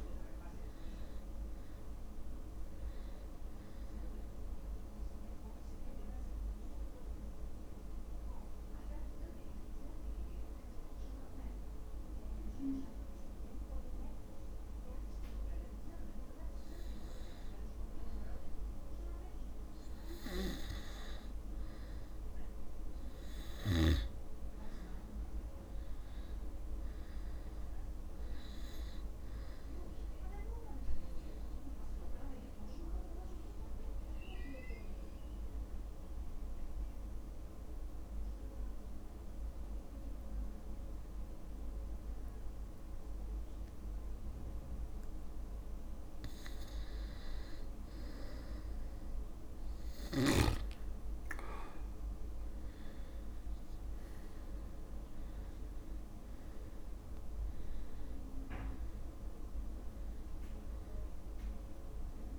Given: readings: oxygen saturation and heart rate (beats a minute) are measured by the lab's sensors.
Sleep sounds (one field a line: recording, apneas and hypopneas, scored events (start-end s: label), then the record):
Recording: breathing in sleep, hard to hear, by a room microphone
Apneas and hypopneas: 2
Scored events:
4.00-23.00 s: oxygen desaturation (device-marked, oxygen 97% before, 93% lowest, heart rate 50 before, 48 extreme)
5.00-18.50 s: obstructive apnea (oxygen 98% before, 93% lowest, heart rate 50 before, 48 extreme, up 3 after)
24.50-28.50 s: arousal
32.00-46.50 s: obstructive apnea (oxygen 98% before, 94% lowest, heart rate 50 before, 49 extreme, up 1 after)
50.00-53.50 s: arousal
From the record:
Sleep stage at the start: N2 (light sleep)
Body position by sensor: on the back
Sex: male